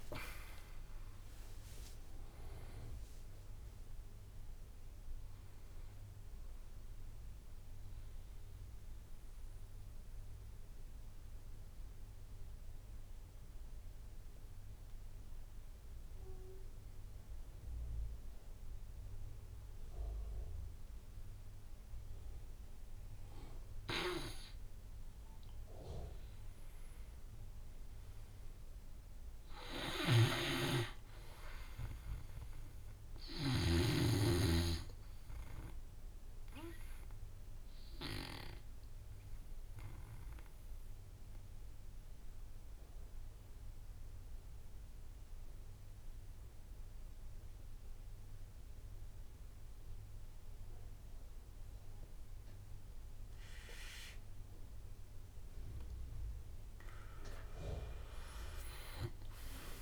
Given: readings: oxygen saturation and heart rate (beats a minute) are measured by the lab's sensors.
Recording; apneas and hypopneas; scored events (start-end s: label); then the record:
breathing in sleep by a room microphone; 2
0.00-1.00 s: arousal
0.00-11.00 s: drop in pulse transit time (device-marked, heart rate 54 extreme)
8.00-24.50 s: mixed apnea (oxygen 99% before, 89% lowest, heart rate 70 before, 47 extreme, up 10 after)
26.50-30.00 s: arousal
27.00-51.00 s: oxygen desaturation (device-marked, oxygen 98% before, 89% lowest, heart rate 52 before, 47 extreme)
29.50-33.50 s: snoring (device-marked)
37.00-54.00 s: obstructive apnea (oxygen 99% before, 86% lowest, heart rate 53 before, 44 extreme, up 14 after)
56.00-59.82 s: oxygen desaturation (device-marked, oxygen 98% before, 92% lowest, heart rate 53 before, 44 extreme)
58.00-59.82 s: drop in pulse transit time (device-marked, heart rate 53 before, 57 extreme)
From the record:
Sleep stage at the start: N2 (light sleep); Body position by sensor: on the back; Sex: male